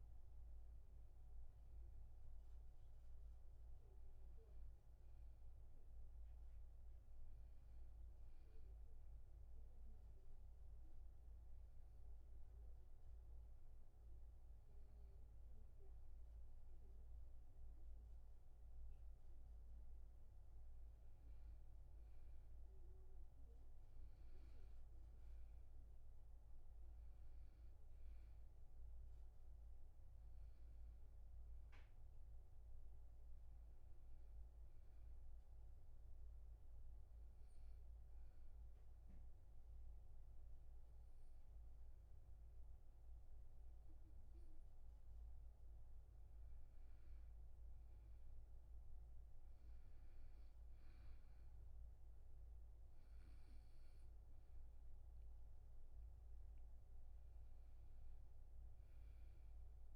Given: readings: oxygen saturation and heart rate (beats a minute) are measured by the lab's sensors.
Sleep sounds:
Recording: breathing in sleep, hard to hear, by a room microphone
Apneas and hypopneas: 2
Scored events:
9.00-21.00 s: hypopnea (oxygen 99% before, 92% lowest, heart rate 88 before, 67 extreme, up 8 after)
19.00-59.96 s: new sleep stage, N2 (light sleep)
22.00-39.00 s: oxygen desaturation (device-marked, oxygen 99% before, 93% lowest, heart rate 73 before, 69 extreme)
23.00-27.00 s: arousal
35.50-46.00 s: obstructive apnea (oxygen 99% before, 92% lowest, heart rate 72 before, 69 extreme, up 5 after)
48.00-51.00 s: arousal
56.00-59.96 s: oxygen desaturation (device-marked, oxygen 97% before, 92% lowest, heart rate 74 before, 65 extreme)
From the record:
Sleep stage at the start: N1 (lightest sleep)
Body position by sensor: on the back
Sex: male

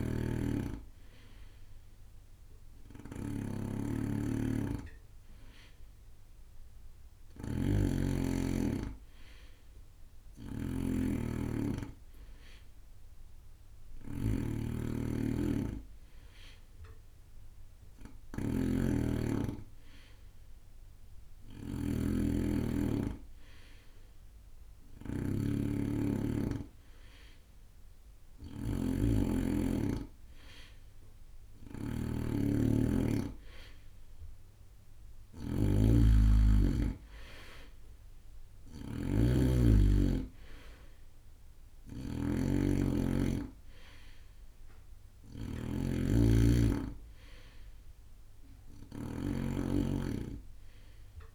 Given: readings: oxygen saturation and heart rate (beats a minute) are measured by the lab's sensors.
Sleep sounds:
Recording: breathing in sleep by a room microphone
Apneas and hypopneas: none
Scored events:
0.00-24.00 s: oxygen desaturation (device-marked, oxygen 98% before, 92% lowest)
0.00-51.35 s: snoring (device-marked)
28.50-33.00 s: arousal
39.50-41.50 s: long interval between heartbeats (device-marked)
From the record:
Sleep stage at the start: N2 (light sleep)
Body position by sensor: on the right side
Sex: male

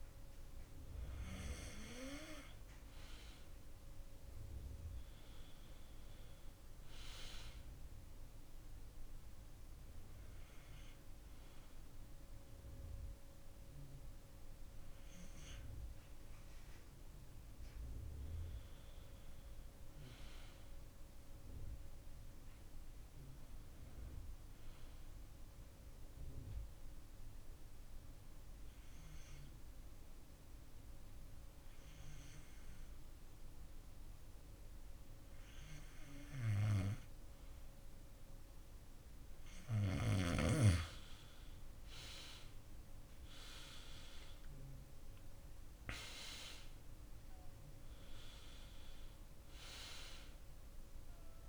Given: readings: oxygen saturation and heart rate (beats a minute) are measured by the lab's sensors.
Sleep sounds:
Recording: breathing in sleep by a room microphone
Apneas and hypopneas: 1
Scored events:
0.00-3.50 s: arousal
25.00-35.00 s: obstructive apnea (oxygen 96% before, 90% lowest)
42.50-46.50 s: arousal
43.50-51.49 s: oxygen desaturation (device-marked, oxygen 94% before, 90% lowest)
From the record:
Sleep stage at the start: N2 (light sleep)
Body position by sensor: on the back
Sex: male

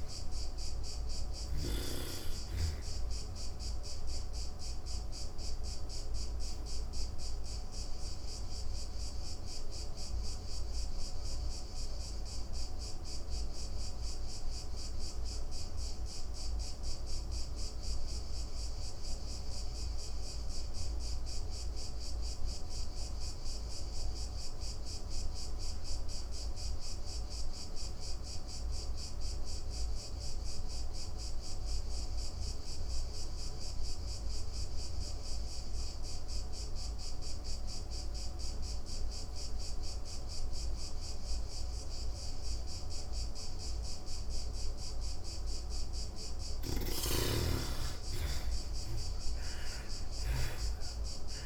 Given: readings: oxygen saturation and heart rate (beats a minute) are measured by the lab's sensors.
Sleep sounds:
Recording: breathing in sleep, hard to hear, by a room microphone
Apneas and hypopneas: 1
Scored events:
0.00-1.50 s: snoring (device-marked)
0.00-22.00 s: oxygen desaturation (device-marked, oxygen 80% lowest)
4.50-43.50 s: obstructive apnea (oxygen 99% before, 73% lowest)
31.00-51.46 s: oxygen desaturation (device-marked, oxygen 98% before, 73% lowest)
46.00-50.50 s: arousal
From the record:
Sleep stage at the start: N2 (light sleep)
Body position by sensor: on the back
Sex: female

